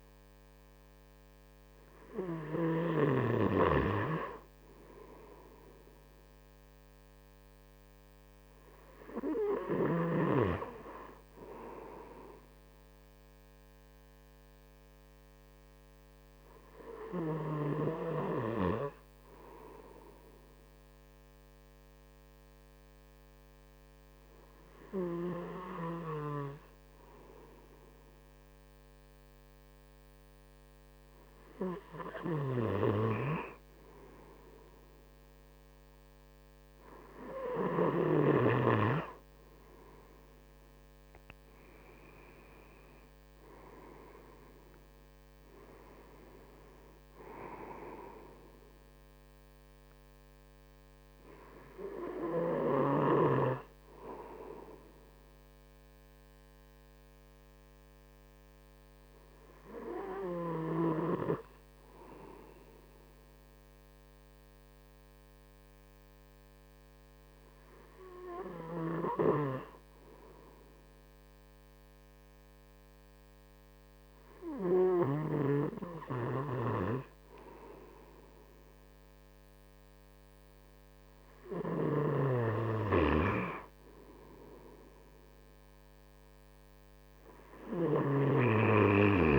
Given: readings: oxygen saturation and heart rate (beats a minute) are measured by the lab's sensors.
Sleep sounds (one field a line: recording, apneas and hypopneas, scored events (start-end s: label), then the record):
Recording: breathing in sleep by a microphone on the trachea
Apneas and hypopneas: 2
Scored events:
18.00-31.50 s: hypopnea (oxygen 95% before, 93% lowest)
35.00-38.50 s: arousal
47.00-50.50 s: arousal
55.50-78.50 s: hypopnea (oxygen 95% before, 94% lowest)
80.00-83.00 s: arousal
82.00-88.50 s: snoring (device-marked)
From the record:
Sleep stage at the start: N2 (light sleep)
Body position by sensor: on the right side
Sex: male